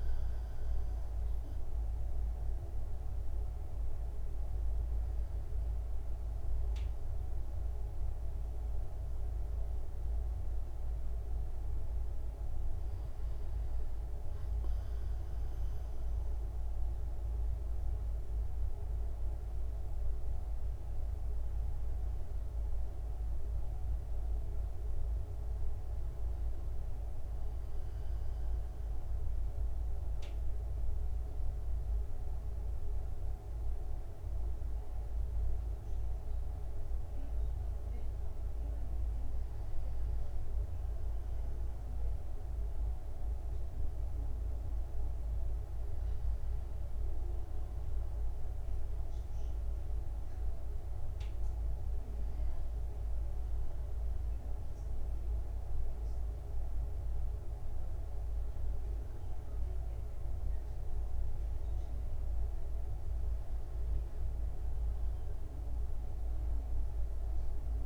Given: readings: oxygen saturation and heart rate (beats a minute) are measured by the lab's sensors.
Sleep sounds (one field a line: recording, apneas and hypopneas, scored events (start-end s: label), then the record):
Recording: a person partly awake in a sleep study, hard to hear, by a room microphone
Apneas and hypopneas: none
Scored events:
50.50-67.86 s: new sleep stage, awake
From the record:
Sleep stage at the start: N1 (lightest sleep)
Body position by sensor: on the back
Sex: male